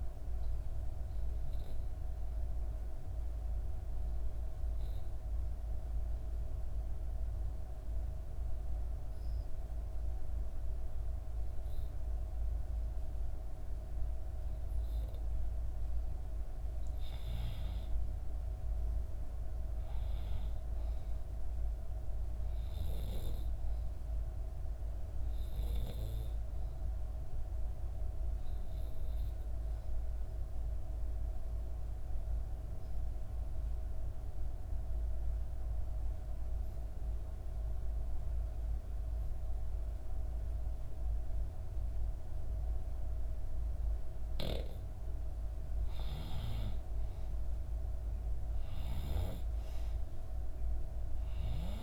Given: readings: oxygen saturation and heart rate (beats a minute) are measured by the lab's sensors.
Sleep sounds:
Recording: breathing in sleep, hard to hear, by a room microphone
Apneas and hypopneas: 2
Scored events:
0.00-9.00 s: oxygen desaturation (device-marked, oxygen 92% lowest, heart rate 63 extreme)
1.50-15.00 s: obstructive apnea (oxygen 96% before, 89% lowest, heart rate 65 before, 63 extreme, up 3 after)
16.50-21.00 s: arousal
23.00-36.00 s: oxygen desaturation (device-marked, oxygen 97% before, 92% lowest, heart rate 64 before, 63 extreme)
29.00-44.00 s: obstructive apnea (oxygen 97% before, 89% lowest, heart rate 64 before, 63 extreme, up 3 after)
46.50-51.00 s: arousal
49.00-51.83 s: oxygen desaturation (device-marked, oxygen 95% before, 89% lowest, heart rate 63 before, 62 extreme)
From the record:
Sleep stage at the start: N2 (light sleep)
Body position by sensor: on the back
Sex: female

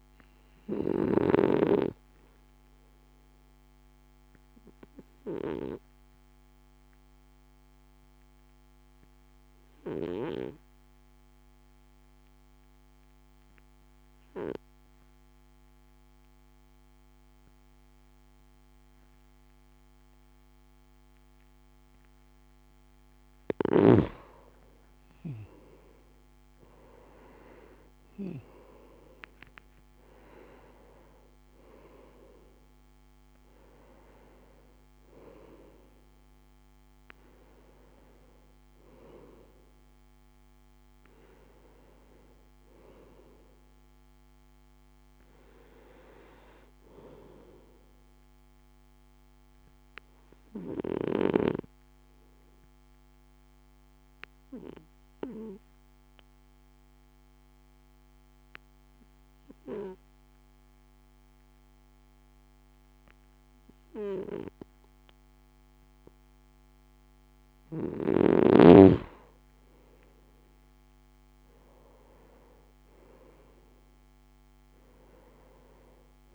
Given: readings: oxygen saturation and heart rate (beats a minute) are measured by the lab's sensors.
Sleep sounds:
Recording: breathing in sleep by a microphone on the trachea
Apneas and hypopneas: 2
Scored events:
0.00-17.00 s: oxygen desaturation (device-marked, oxygen 91% lowest, heart rate 53 extreme)
1.50-22.50 s: obstructive apnea (oxygen 95% before, 89% lowest, heart rate 62 before, 54 extreme, up 7 after)
24.50-29.00 s: arousal
28.00-55.00 s: oxygen desaturation (device-marked, oxygen 96% before, 89% lowest, heart rate 57 before, 57 extreme)
49.50-68.00 s: obstructive apnea (oxygen 95% before, 91% lowest, heart rate 61 before, 54 extreme, up 4 after)
69.50-73.50 s: arousal
71.00-76.35 s: oxygen desaturation (device-marked, oxygen 97% before, 92% lowest, heart rate 59 before, 54 extreme)
From the record:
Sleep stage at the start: N2 (light sleep)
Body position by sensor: on the right side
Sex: male

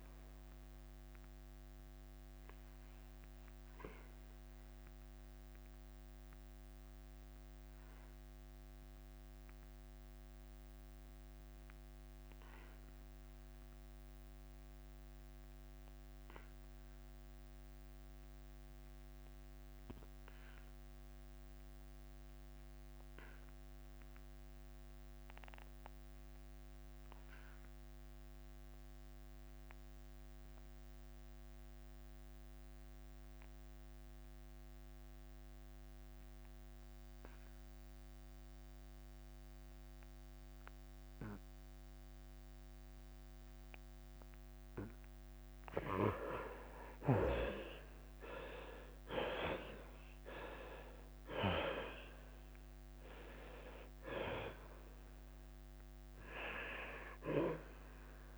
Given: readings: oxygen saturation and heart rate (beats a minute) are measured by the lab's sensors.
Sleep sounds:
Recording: breathing in sleep by a microphone on the trachea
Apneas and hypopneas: 1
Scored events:
0.00-10.50 s: drop in pulse transit time (device-marked, heart rate 86 extreme)
1.50-46.50 s: obstructive apnea (oxygen 97% before, 63% lowest, heart rate 89 before, 75 extreme, up 22 after)
14.50-26.50 s: oxygen desaturation (device-marked, oxygen 97% before, 74% lowest, heart rate 94 before, 75 extreme)
18.00-20.00 s: long interval between heartbeats (device-marked, heart rate 93 before, 85 extreme)
46.50-58.37 s: drop in pulse transit time (device-marked, heart rate 81 before, 82 extreme)
48.50-52.50 s: arousal
From the record:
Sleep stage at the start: REM sleep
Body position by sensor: on the back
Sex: male

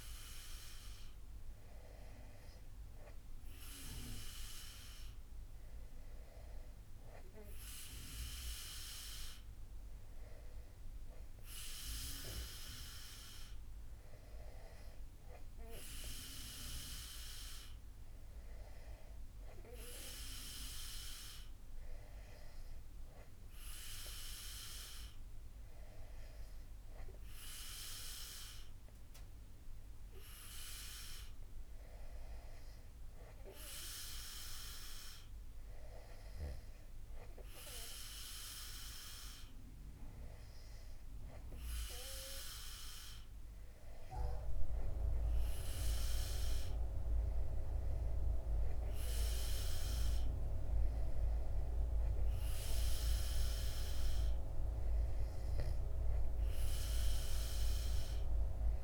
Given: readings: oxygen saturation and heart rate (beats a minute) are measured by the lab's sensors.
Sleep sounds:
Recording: breathing in sleep by a room microphone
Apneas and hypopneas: none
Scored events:
none scored
From the record:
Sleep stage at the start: N2 (light sleep)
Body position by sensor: on the back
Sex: male

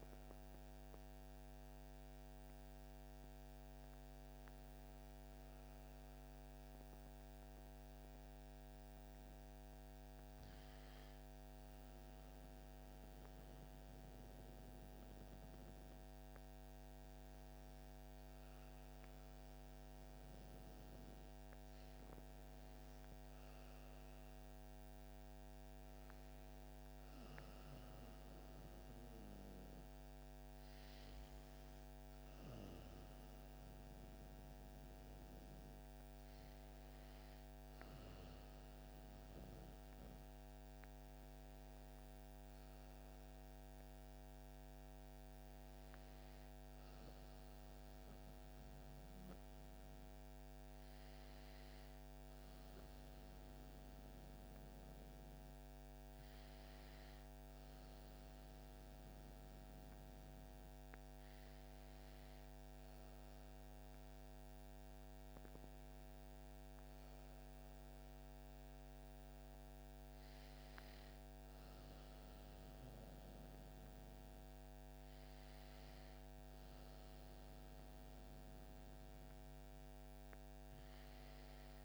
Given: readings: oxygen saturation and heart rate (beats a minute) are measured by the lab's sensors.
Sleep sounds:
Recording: breathing in sleep, hard to hear, by a microphone on the trachea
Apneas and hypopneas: none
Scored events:
none scored
From the record:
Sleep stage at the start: N2 (light sleep)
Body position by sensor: on the back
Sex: female

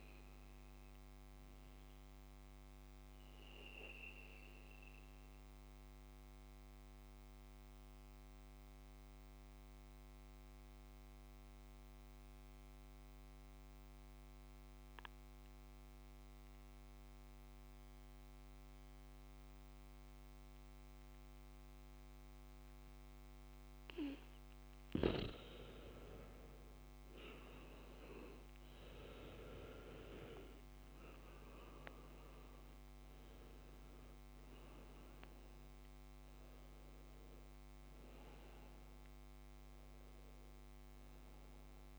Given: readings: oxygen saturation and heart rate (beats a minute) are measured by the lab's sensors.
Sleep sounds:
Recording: breathing in sleep by a microphone on the trachea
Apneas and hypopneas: 1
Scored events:
3.00-24.50 s: mixed apnea (oxygen 99% before, 93% lowest, heart rate 64 before, 59 extreme, up 6 after)
23.50-41.99 s: oxygen desaturation (device-marked, oxygen 97% before, 93% lowest, heart rate 66 before, 58 extreme)
27.00-31.50 s: arousal
From the record:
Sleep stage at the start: N2 (light sleep)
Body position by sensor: on the back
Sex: male

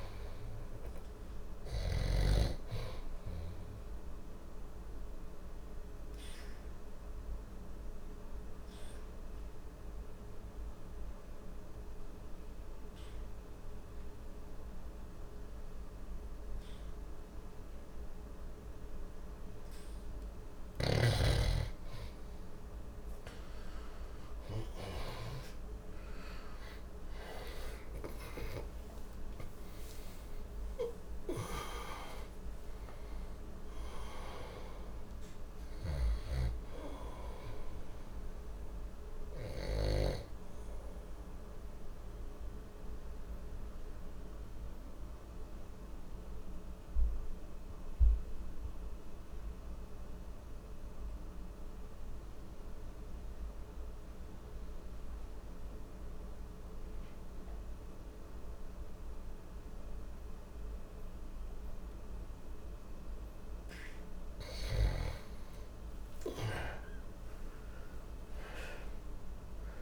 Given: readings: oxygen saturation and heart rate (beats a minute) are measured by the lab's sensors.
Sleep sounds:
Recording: breathing in sleep by a room microphone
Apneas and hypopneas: 2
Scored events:
0.00-2.00 s: arousal
0.00-2.00 s: oxygen desaturation (device-marked, oxygen 95% before, 90% lowest, heart rate 63 before, 59 extreme)
0.00-2.00 s: snoring (device-marked)
4.00-20.00 s: obstructive apnea (oxygen 98% before, 91% lowest, heart rate 60 before, 60 extreme, up 7 after)
21.00-37.00 s: oxygen desaturation (device-marked, oxygen 98% before, 93% lowest, heart rate 60 before, 59 extreme)
24.50-29.50 s: arousal
39.50-64.00 s: mixed apnea (oxygen 98% before, 91% lowest, heart rate 72 before, 59 extreme, up 40 after)
52.00-64.00 s: oxygen desaturation (device-marked, oxygen 94% before, 91% lowest, heart rate 70 before, 60 extreme)
66.00-69.82 s: arousal
From the record:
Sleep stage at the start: N2 (light sleep)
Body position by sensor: on the back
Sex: male

